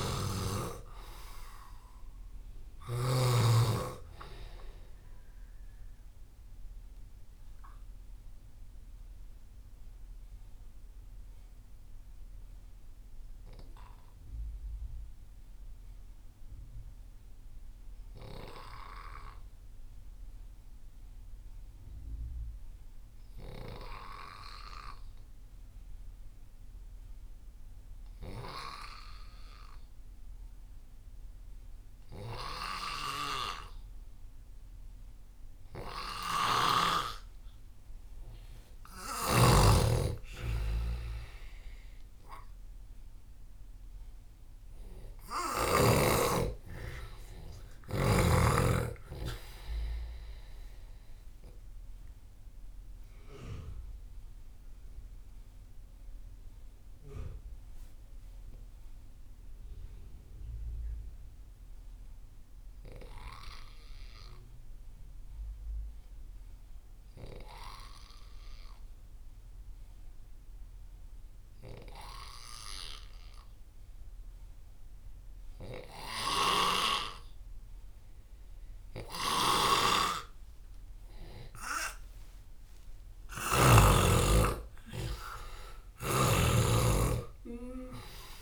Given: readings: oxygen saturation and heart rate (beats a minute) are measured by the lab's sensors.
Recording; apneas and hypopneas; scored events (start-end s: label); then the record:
breathing in sleep by a room microphone; 2
0.00-3.00 s: snoring (device-marked)
0.00-21.50 s: oxygen desaturation (device-marked, oxygen 84% lowest)
6.00-36.00 s: obstructive apnea (oxygen 96% before, 84% lowest)
32.50-45.50 s: snoring (device-marked)
38.50-68.50 s: oxygen desaturation (device-marked, oxygen 98% before, 90% lowest)
39.00-42.50 s: arousal
52.50-78.50 s: obstructive apnea (oxygen 98% before, 86% lowest)
76.00-83.50 s: snoring (device-marked)
77.50-88.42 s: oxygen desaturation (device-marked, oxygen 97% before, 86% lowest)
82.00-87.50 s: arousal
85.50-88.42 s: snoring (device-marked)
From the record:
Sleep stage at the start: N2 (light sleep); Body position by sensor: on the left side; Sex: male